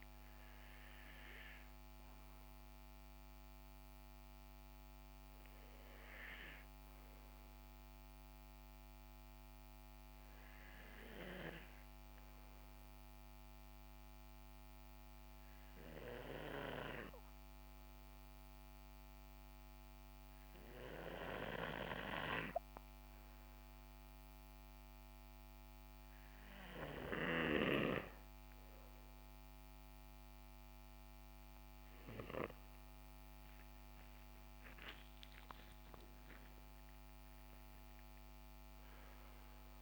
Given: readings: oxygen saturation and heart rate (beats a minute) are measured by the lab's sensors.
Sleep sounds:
breathing in sleep by a microphone on the trachea; 1
8.00-27.00 s: obstructive apnea (oxygen 96% before, 91% lowest, heart rate 65 before, 56 extreme, up 8 after)
29.00-34.00 s: arousal
32.00-39.82 s: oxygen desaturation (device-marked, oxygen 94% before, 91% lowest, heart rate 64 before, 56 extreme)
From the record:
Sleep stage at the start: N2 (light sleep); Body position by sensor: on the right side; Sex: male

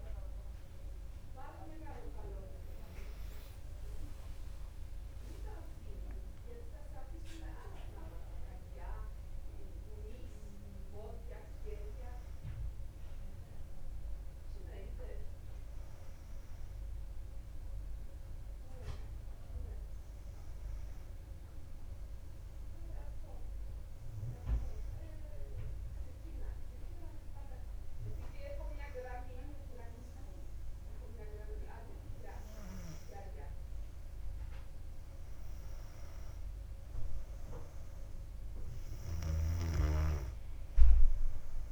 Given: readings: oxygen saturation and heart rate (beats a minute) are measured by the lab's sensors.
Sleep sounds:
breathing in sleep by a room microphone; 1
0.00-5.00 s: arousal
0.00-13.00 s: oxygen desaturation (device-marked, oxygen 99% before, 94% lowest, heart rate 59 before, 57 extreme)
19.50-32.00 s: hypopnea (oxygen 99% before, 96% lowest, heart rate 60 before, 58 extreme, up 0 after)
34.00-38.00 s: arousal
From the record:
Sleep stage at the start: N2 (light sleep); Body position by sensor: on the back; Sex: female

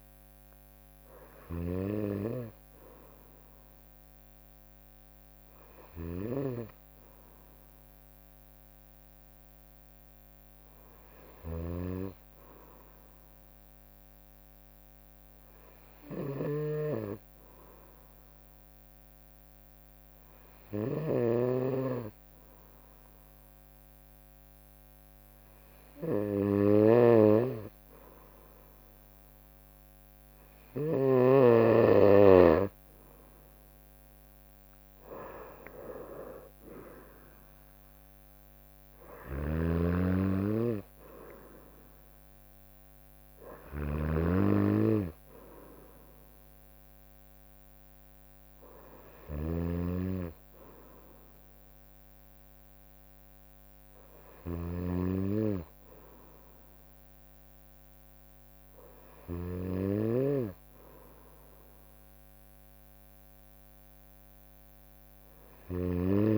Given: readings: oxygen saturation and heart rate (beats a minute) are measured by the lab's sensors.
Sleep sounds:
breathing in sleep by a microphone on the trachea; 1
1.00-32.00 s: obstructive apnea (oxygen 95% before, 92% lowest, heart rate 62 before, 59 extreme, up 3 after)
5.50-30.50 s: snoring (device-marked)
34.00-37.50 s: arousal
39.00-66.38 s: snoring (device-marked)
45.00-49.00 s: bradycardia (device-marked, heart rate 65 before, 59 extreme)
From the record:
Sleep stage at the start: N2 (light sleep); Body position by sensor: on the right side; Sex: female

